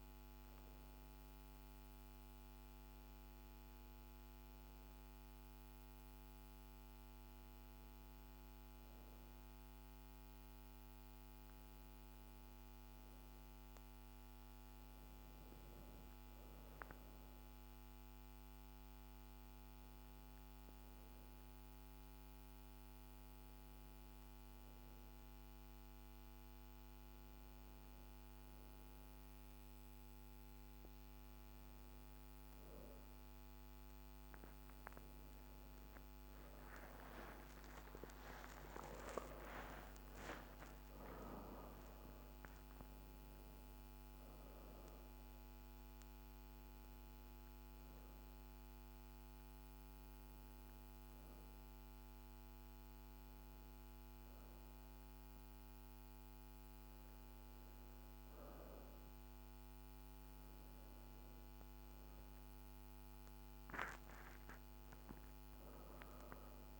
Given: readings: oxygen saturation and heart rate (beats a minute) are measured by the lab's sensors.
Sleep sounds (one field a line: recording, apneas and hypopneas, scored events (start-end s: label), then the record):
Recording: breathing in sleep by a microphone on the trachea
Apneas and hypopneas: none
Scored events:
36.00-39.50 s: arousal
From the record:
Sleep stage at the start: N1 (lightest sleep)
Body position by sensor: on the back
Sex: female